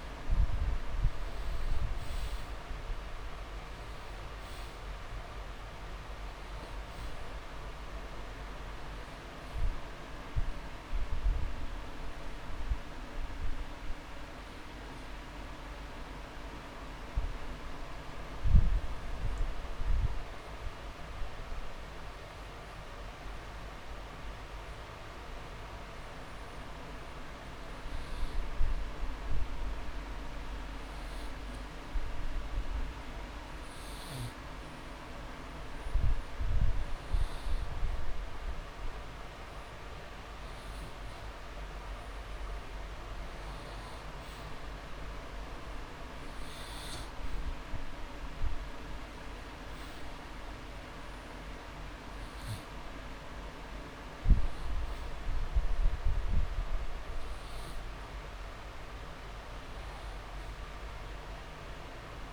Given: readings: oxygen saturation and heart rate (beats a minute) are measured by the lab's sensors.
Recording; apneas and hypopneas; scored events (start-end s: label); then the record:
breathing in sleep, hard to hear, by a room microphone; 1
3.50-34.50 s: oxygen desaturation (device-marked, oxygen 98% before, 90% lowest)
8.00-10.00 s: long interval between heartbeats (device-marked)
15.50-35.00 s: hypopnea (oxygen 98% before, 90% lowest)
16.00-18.00 s: long interval between heartbeats (device-marked)
28.00-30.00 s: long interval between heartbeats (device-marked)
37.50-41.00 s: arousal
40.00-42.00 s: long interval between heartbeats (device-marked)
49.50-62.32 s: oxygen desaturation (device-marked, oxygen 99% before, 94% lowest)
51.00-53.00 s: long interval between heartbeats (device-marked)
55.50-62.32 s: drop in pulse transit time (device-marked)
From the record:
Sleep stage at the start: N2 (light sleep); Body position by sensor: on the back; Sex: male